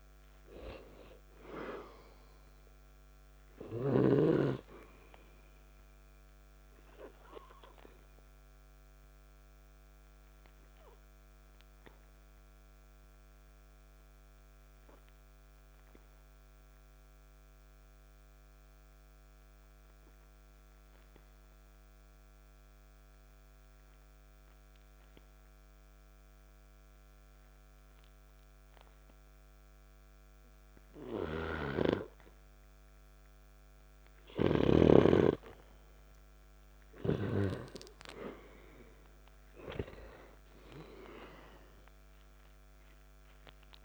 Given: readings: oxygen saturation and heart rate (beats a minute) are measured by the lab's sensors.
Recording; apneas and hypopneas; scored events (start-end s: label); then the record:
breathing in sleep by a microphone on the trachea; 1
7.00-34.00 s: obstructive apnea (oxygen 98% before, 90% lowest, heart rate 51 before, 50 extreme, up 3 after)
22.00-33.00 s: oxygen desaturation (device-marked, oxygen 94% before, 90% lowest, heart rate 55 before, 50 extreme)
39.50-43.85 s: arousal
From the record:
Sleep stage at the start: N2 (light sleep); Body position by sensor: on the back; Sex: male